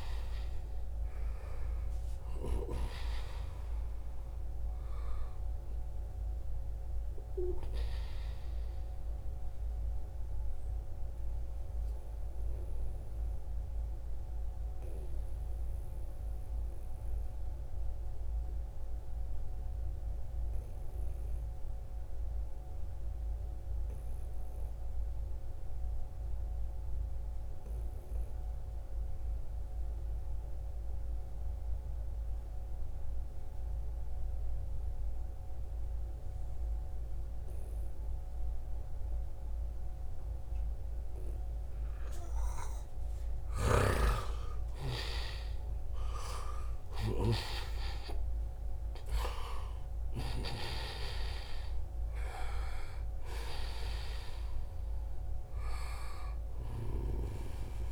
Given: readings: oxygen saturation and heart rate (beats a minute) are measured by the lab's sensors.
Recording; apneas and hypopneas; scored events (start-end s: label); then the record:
breathing in sleep by a room microphone; 1
5.00-19.00 s: oxygen desaturation (device-marked, oxygen 95% before, 87% lowest, heart rate 72 before, 65 extreme)
12.50-41.00 s: obstructive apnea (oxygen 95% before, 86% lowest, heart rate 78 before, 65 extreme, up 23 after)
34.00-50.00 s: oxygen desaturation (device-marked, oxygen 96% before, 91% lowest, heart rate 70 before, 65 extreme)
41.50-43.50 s: long interval between heartbeats (device-marked, heart rate 67 before, 83 extreme)
43.00-49.00 s: arousal
55.00-57.92 s: oxygen desaturation (device-marked, oxygen 92% before, 86% lowest, heart rate 76 before, 68 extreme)
From the record:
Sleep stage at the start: N2 (light sleep); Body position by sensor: on the right side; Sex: male